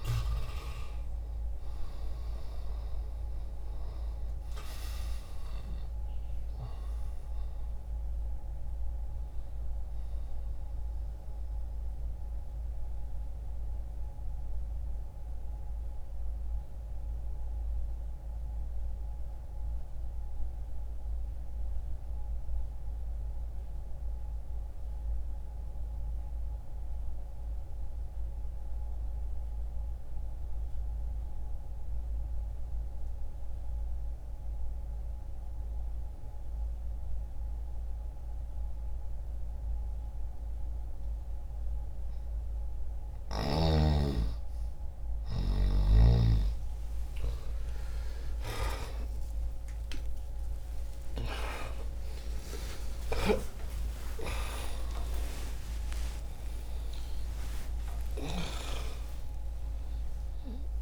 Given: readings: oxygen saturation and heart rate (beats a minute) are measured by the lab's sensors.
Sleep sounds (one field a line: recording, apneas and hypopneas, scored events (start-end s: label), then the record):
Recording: breathing in sleep by a room microphone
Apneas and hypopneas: 1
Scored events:
0.00-1.00 s: arousal
0.00-17.00 s: oxygen desaturation (device-marked, oxygen 97% before, 88% lowest, heart rate 60 before, 59 extreme)
11.00-40.00 s: mixed apnea (oxygen 97% before, 88% lowest, heart rate 61 before, 60 extreme, up 10 after)
26.00-39.00 s: oxygen desaturation (device-marked, oxygen 94% before, 90% lowest, heart rate 61 before, 60 extreme)
51.00-57.00 s: oxygen desaturation (device-marked, oxygen 98% before, 92% lowest, heart rate 68 before, 68 extreme)
56.00-60.82 s: new sleep stage, awake
From the record:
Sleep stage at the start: N2 (light sleep)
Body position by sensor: on the back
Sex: male